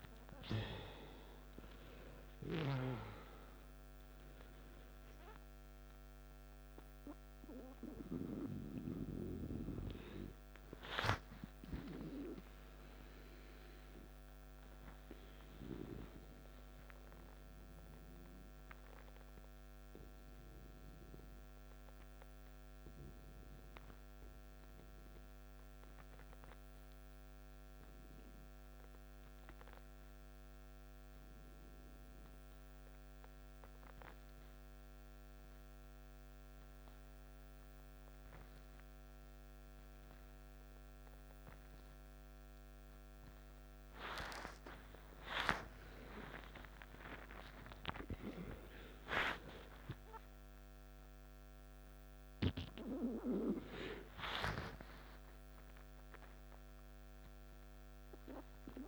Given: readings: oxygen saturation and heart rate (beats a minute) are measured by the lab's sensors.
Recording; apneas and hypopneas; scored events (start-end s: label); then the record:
breathing in sleep by a microphone on the trachea; 1
0.00-24.50 s: oxygen desaturation (device-marked, oxygen 84% lowest, heart rate 55 extreme)
16.00-45.00 s: obstructive apnea (oxygen 93% before, 84% lowest, heart rate 66 before, 55 extreme, up 15 after)
24.50-58.88 s: new sleep stage, N2 (light sleep)
42.50-58.88 s: oxygen desaturation (device-marked, oxygen 98% before, 90% lowest, heart rate 56 before, 52 extreme)
46.00-50.00 s: arousal
From the record:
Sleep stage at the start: N1 (lightest sleep); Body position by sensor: on the back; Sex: male